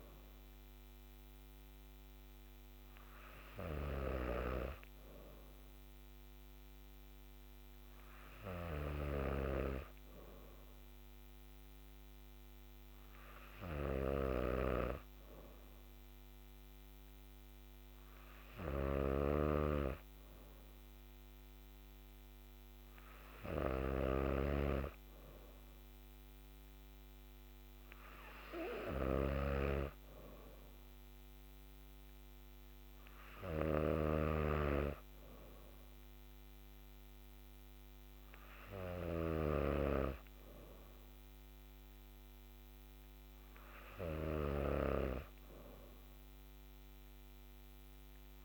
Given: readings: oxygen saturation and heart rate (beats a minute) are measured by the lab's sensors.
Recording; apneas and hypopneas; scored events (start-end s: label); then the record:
breathing in sleep by a microphone on the trachea; none
16.00-48.45 s: new sleep stage, N3 (deep sleep)
24.00-48.45 s: snoring (device-marked)
From the record:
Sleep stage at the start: N2 (light sleep); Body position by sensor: on the back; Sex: female